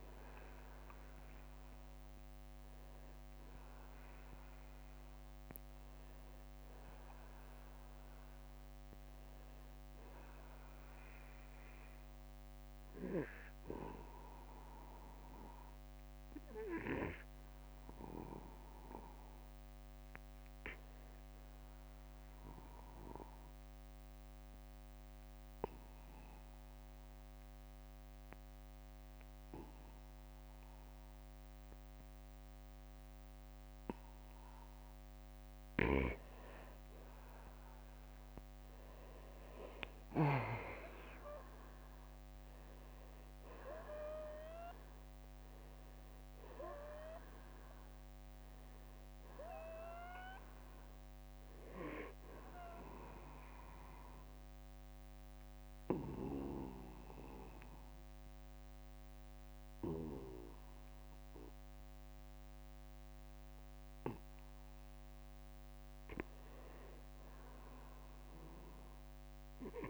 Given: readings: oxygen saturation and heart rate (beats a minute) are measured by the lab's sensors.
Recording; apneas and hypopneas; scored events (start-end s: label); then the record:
breathing in sleep by a microphone on the trachea; 2
0.00-4.50 s: arousal
2.50-19.50 s: oxygen desaturation (device-marked, oxygen 92% before, 86% lowest, heart rate 61 before, 37 extreme)
10.50-12.50 s: long interval between heartbeats (device-marked, heart rate 62 before, 65 extreme)
11.50-69.90 s: new sleep stage, N2 (light sleep)
21.50-36.00 s: obstructive apnea (oxygen 96% before, 88% lowest, heart rate 55 before, 49 extreme, up 10 after)
37.00-39.00 s: long interval between heartbeats (device-marked, heart rate 49 before, 57 extreme)
39.50-43.50 s: arousal
45.50-51.50 s: oxygen desaturation (device-marked, oxygen 96% before, 92% lowest, heart rate 54 before, 52 extreme)
52.50-63.50 s: obstructive apnea (oxygen 96% before, 86% lowest, heart rate 58 before, 52 extreme, up 2 after)
62.50-69.90 s: oxygen desaturation (device-marked, oxygen 93% before, 88% lowest, heart rate 61 before, 52 extreme)
66.00-69.50 s: arousal
From the record:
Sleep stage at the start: N1 (lightest sleep); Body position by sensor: on the back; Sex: male